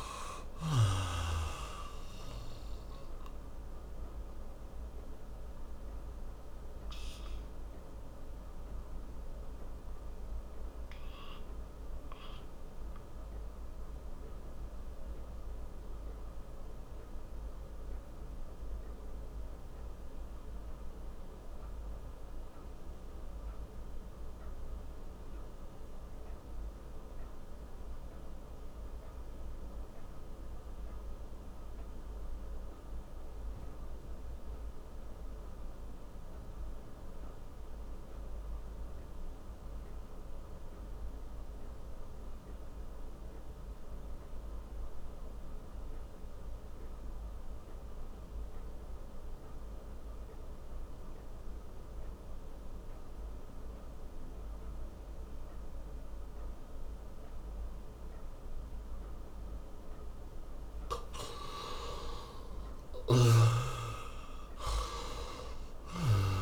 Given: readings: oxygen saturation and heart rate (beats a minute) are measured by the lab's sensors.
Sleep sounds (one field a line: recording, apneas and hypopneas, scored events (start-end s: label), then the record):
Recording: breathing in sleep by a room microphone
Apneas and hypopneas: 1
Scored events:
0.00-29.00 s: oxygen desaturation (device-marked, oxygen 71% lowest)
4.00-58.50 s: obstructive apnea (oxygen 91% before, 71% lowest)
36.00-66.42 s: oxygen desaturation (device-marked, oxygen 99% before, 78% lowest)
61.00-66.00 s: arousal
From the record:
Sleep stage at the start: REM sleep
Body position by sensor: on the back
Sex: male